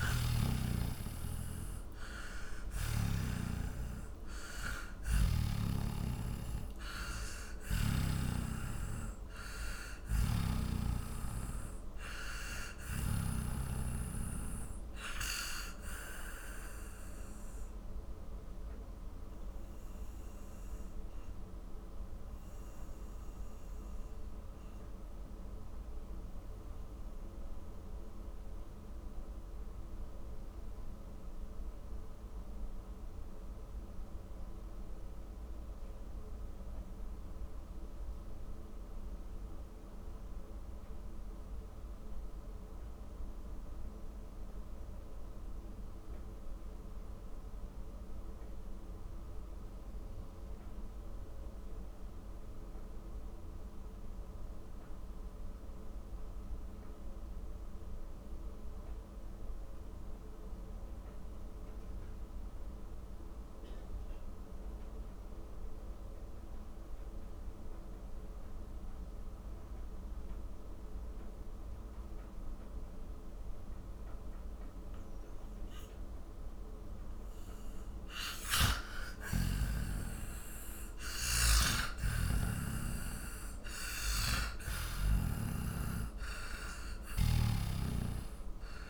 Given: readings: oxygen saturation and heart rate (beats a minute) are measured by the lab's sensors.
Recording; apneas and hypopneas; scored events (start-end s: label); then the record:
breathing in sleep by a room microphone; 1
0.00-2.00 s: arousal
0.00-3.00 s: snoring (device-marked)
0.00-47.00 s: oxygen desaturation (device-marked, oxygen 85% lowest, heart rate 42 extreme)
15.50-75.50 s: mixed apnea (oxygen 97% before, 82% lowest, heart rate 65 before, 42 extreme, up 21 after)
69.00-88.90 s: oxygen desaturation (device-marked, oxygen 99% before, 82% lowest, heart rate 47 before, 34 extreme)
79.00-84.00 s: arousal
81.00-85.00 s: snoring (device-marked)
From the record:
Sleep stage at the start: N2 (light sleep); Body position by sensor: on the back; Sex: male